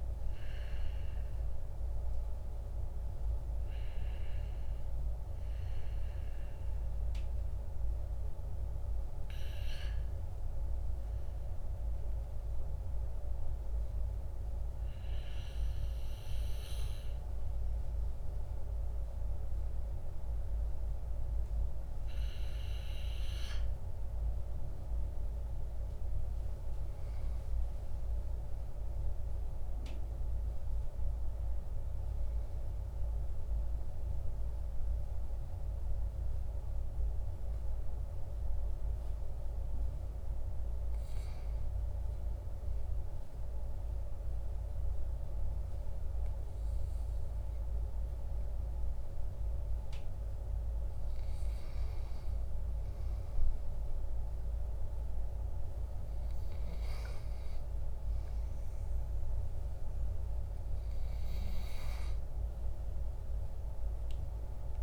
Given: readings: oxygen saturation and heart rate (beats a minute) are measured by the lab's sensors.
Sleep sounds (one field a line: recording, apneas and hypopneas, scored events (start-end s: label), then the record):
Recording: breathing in sleep, hard to hear, by a room microphone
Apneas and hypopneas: 1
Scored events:
11.50-22.50 s: hypopnea (oxygen 97% before, 95% lowest, heart rate 53 before, 45 extreme, up 14 after)
13.50-64.83 s: new sleep stage, N2 (light sleep)
25.00-30.00 s: arousal
From the record:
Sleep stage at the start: REM sleep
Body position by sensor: on the back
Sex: male